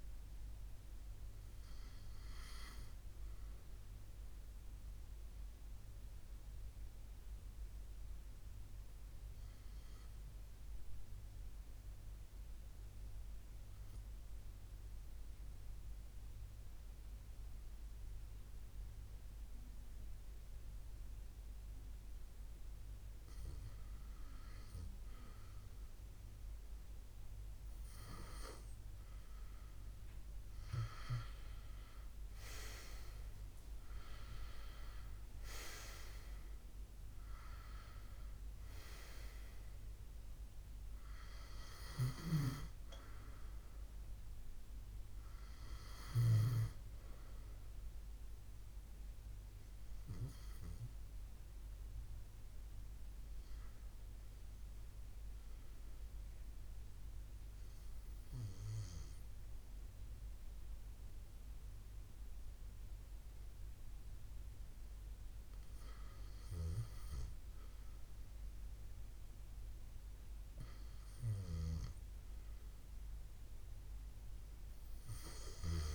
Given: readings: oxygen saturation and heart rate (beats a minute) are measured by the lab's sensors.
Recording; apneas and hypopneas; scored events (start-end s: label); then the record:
breathing in sleep by a room microphone; 2
4.00-23.50 s: obstructive apnea (oxygen 98% before, 92% lowest, heart rate 75 before, 65 extreme, up 2 after)
15.50-25.50 s: oxygen desaturation (device-marked, oxygen 95% before, 92% lowest, heart rate 70 before, 65 extreme)
29.50-34.00 s: arousal
53.50-64.50 s: obstructive apnea (oxygen 98% before, 92% lowest, heart rate 78 before, 67 extreme, up 0 after)
60.50-71.50 s: oxygen desaturation (device-marked, oxygen 96% before, 93% lowest, heart rate 72 before, 67 extreme)
70.00-74.00 s: arousal
From the record:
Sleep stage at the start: N2 (light sleep); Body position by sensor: on the left side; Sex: male